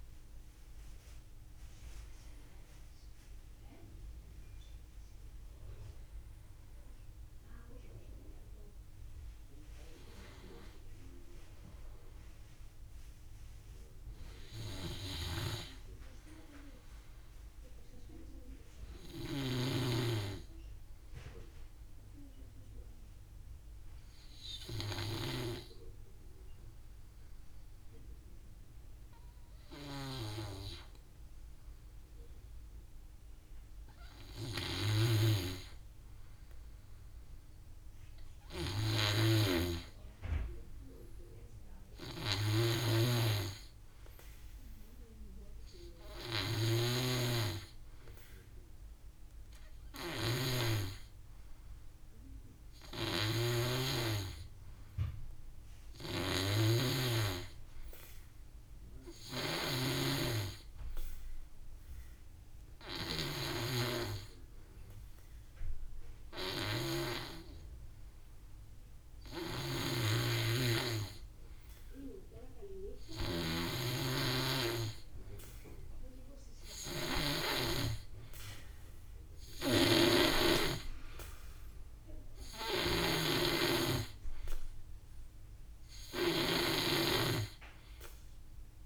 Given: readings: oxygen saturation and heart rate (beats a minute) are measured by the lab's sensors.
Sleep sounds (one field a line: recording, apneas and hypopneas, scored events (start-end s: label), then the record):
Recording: breathing in sleep by a room microphone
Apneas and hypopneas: 1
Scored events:
0.00-10.00 s: drop in pulse transit time (device-marked, heart rate 64 extreme)
20.50-78.50 s: obstructive apnea (oxygen 90% before, 88% lowest, heart rate 61 before, 49 extreme, up 11 after)
38.00-56.00 s: oxygen desaturation (device-marked, oxygen 98% before, 89% lowest, heart rate 55 before, 57 extreme)
39.00-46.50 s: snoring (device-marked)
53.00-63.50 s: snoring (device-marked)
62.00-68.00 s: oxygen desaturation (device-marked, oxygen 92% before, 89% lowest, heart rate 59 before, 58 extreme)
69.50-86.50 s: snoring (device-marked)
81.00-84.00 s: arousal
84.00-88.86 s: drop in pulse transit time (device-marked, heart rate 61 before, 49 extreme)
From the record:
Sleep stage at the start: N2 (light sleep)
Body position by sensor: on the back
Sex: male